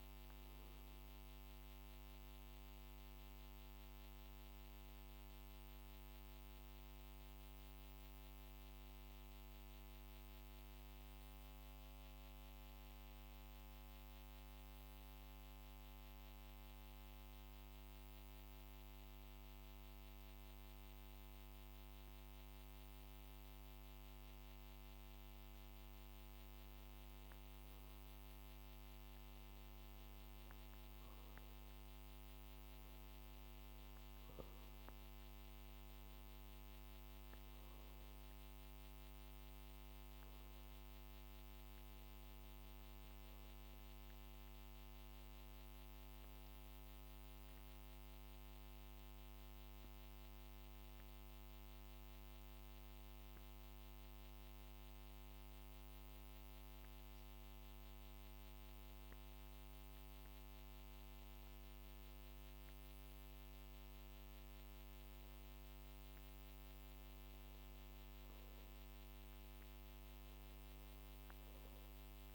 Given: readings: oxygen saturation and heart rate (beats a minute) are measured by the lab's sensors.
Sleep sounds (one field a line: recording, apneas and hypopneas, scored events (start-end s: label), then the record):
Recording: breathing in sleep, hard to hear, by a microphone on the trachea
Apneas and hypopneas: 2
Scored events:
0.00-16.50 s: oxygen desaturation (device-marked, oxygen 93% lowest, heart rate 50 extreme)
8.00-23.50 s: mixed apnea (oxygen 98% before, 91% lowest, heart rate 51 before, 50 extreme, up 2 after)
25.50-29.00 s: arousal
29.50-55.50 s: oxygen desaturation (device-marked, oxygen 95% before, 91% lowest, heart rate 51 before, 50 extreme)
49.50-68.00 s: obstructive apnea (oxygen 95% before, 91% lowest, heart rate 52 before, 50 extreme, up 3 after)
70.50-72.35 s: arousal
From the record:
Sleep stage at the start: N2 (light sleep)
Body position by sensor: on the back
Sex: male